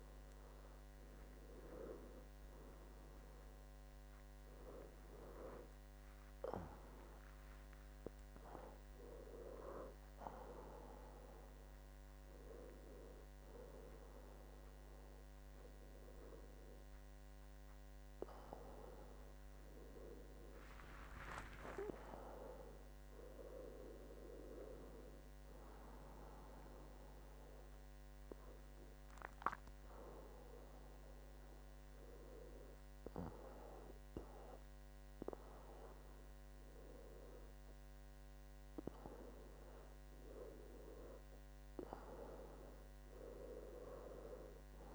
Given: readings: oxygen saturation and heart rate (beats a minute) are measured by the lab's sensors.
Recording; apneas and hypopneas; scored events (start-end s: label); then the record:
breathing in sleep by a microphone on the trachea; none
4.50-7.50 s: arousal
From the record:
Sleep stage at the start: N2 (light sleep); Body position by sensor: on the back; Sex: male